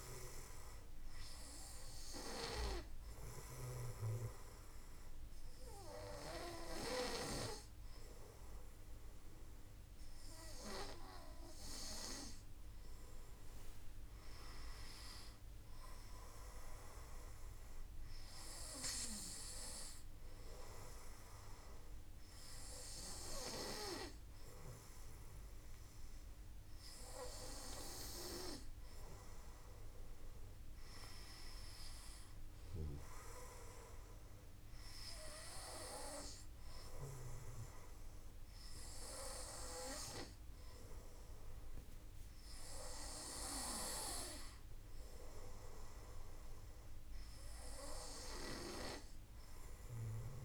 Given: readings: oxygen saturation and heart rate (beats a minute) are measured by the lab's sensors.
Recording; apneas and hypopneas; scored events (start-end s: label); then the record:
breathing in sleep by a room microphone; none
0.00-19.00 s: oxygen desaturation (device-marked, oxygen 93% lowest, heart rate 51 extreme)
From the record:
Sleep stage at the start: N2 (light sleep); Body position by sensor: on the back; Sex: male